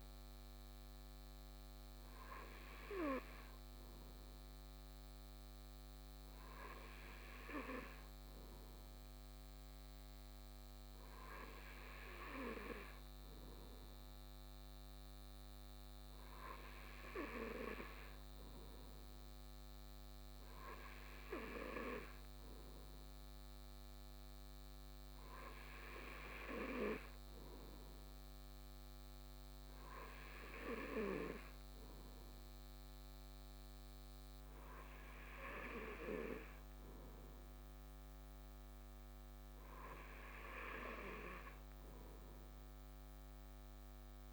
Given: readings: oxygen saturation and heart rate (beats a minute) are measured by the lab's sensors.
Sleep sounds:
breathing in sleep by a microphone on the trachea; none
none scored
From the record:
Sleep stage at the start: N2 (light sleep); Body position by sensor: on the right side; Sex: male

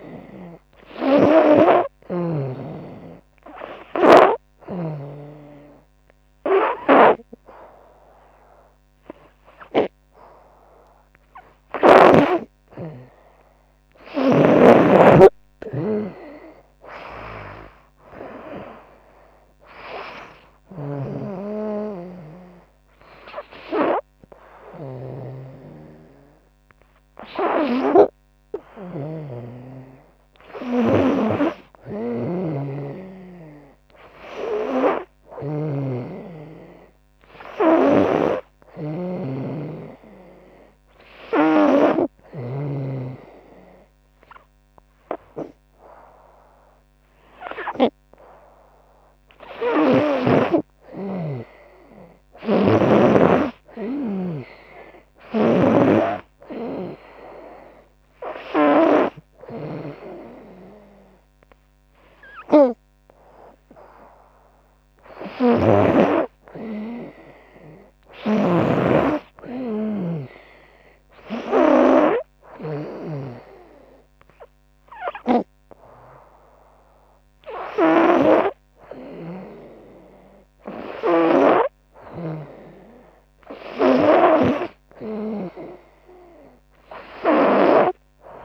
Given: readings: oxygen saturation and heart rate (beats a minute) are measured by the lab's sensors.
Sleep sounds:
breathing in sleep by a microphone on the trachea; 2
0.00-4.50 s: snoring (device-marked)
2.50-13.50 s: hypopnea (oxygen 98% before, 93% lowest, heart rate 79 before, 74 extreme, up 7 after)
16.50-20.00 s: arousal
26.50-39.50 s: oxygen desaturation (device-marked, oxygen 97% before, 93% lowest, heart rate 81 before, 75 extreme)
28.00-35.00 s: snoring (device-marked)
37.00-42.00 s: snoring (device-marked)
39.50-49.50 s: hypopnea (oxygen 97% before, 95% lowest, heart rate 78 before, 74 extreme, up 1 after)
51.50-54.50 s: arousal
64.50-72.50 s: snoring (device-marked)
From the record:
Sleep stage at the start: N2 (light sleep); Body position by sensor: on the front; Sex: female

